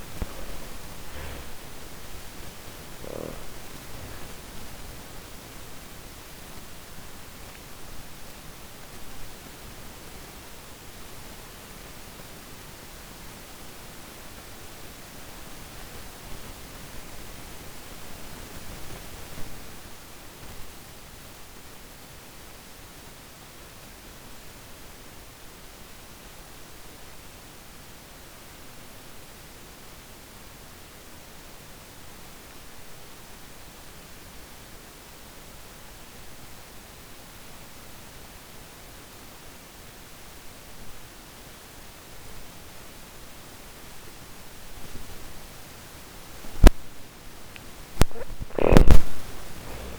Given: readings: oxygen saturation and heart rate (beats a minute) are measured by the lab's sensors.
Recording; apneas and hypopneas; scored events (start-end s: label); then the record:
breathing in sleep, hard to hear, by a microphone on the trachea; 1
0.00-20.00 s: oxygen desaturation (device-marked, oxygen 77% lowest, heart rate 39 extreme)
5.00-45.50 s: obstructive apnea (oxygen 98% before, 77% lowest, heart rate 105 before, 38 extreme)
33.00-49.99 s: oxygen desaturation (device-marked, oxygen 99% before, 79% lowest, heart rate 49 before, 38 extreme)
48.50-49.99 s: arousal
From the record:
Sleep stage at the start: N2 (light sleep); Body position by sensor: on the back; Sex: female